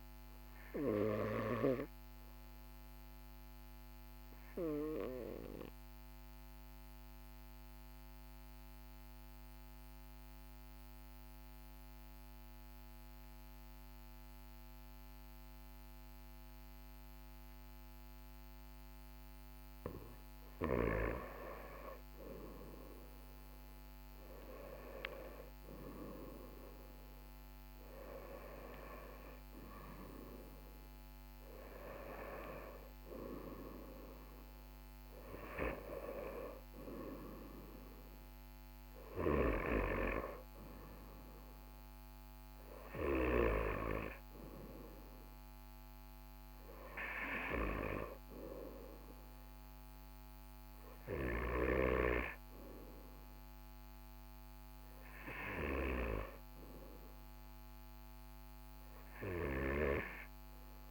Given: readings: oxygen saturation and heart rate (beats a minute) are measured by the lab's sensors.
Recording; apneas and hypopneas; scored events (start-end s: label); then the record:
breathing in sleep by a microphone on the trachea; 1
3.50-19.00 s: obstructive apnea (oxygen 97% before, 94% lowest, heart rate 42 before, 42 extreme, up 2 after)
20.50-25.00 s: arousal
From the record:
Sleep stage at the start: N2 (light sleep); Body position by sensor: on the right side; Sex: male